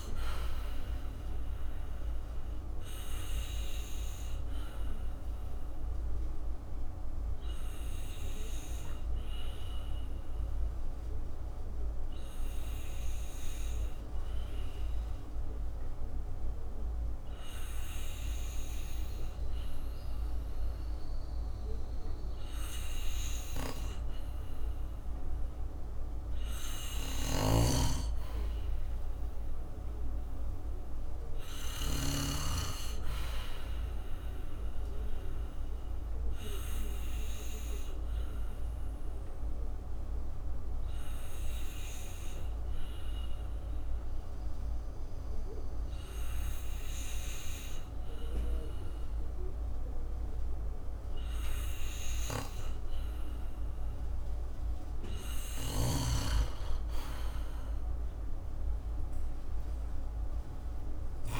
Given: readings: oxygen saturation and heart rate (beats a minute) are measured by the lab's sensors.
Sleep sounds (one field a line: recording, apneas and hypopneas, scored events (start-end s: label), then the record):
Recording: breathing in sleep by a room microphone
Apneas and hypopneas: 2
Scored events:
0.00-21.00 s: oxygen desaturation (device-marked, oxygen 90% lowest, heart rate 58 extreme)
5.00-24.50 s: obstructive apnea (oxygen 97% before, 89% lowest, heart rate 61 before, 58 extreme, up 4 after)
27.00-32.50 s: snoring (device-marked)
27.50-30.50 s: arousal
30.00-54.00 s: oxygen desaturation (device-marked, oxygen 96% before, 89% lowest, heart rate 60 before, 58 extreme)
36.50-53.50 s: obstructive apnea (oxygen 96% before, 88% lowest, heart rate 60 before, 58 extreme, up 7 after)
55.50-61.40 s: snoring (device-marked)
57.00-60.00 s: arousal
From the record:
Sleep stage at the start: N2 (light sleep)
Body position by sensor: on the back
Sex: male